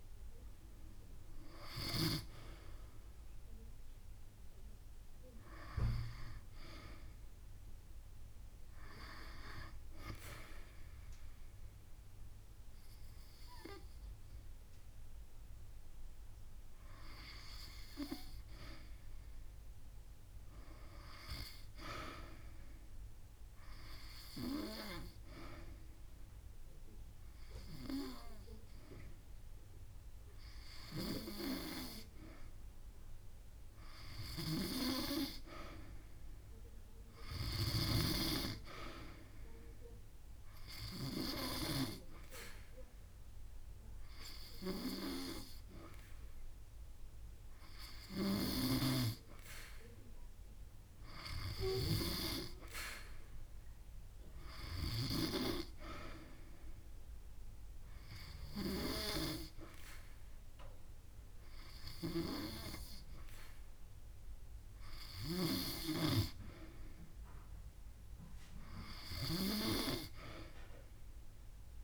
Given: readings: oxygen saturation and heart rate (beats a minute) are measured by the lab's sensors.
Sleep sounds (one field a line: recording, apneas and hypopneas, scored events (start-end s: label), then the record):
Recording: breathing in sleep by a room microphone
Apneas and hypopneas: 1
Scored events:
17.00-20.50 s: arousal
20.50-22.50 s: long interval between heartbeats (device-marked)
23.00-33.00 s: obstructive apnea (oxygen 96% before, 93% lowest)
35.00-38.50 s: arousal
49.50-51.50 s: long interval between heartbeats (device-marked)
From the record:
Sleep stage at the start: N2 (light sleep)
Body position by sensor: on the back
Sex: female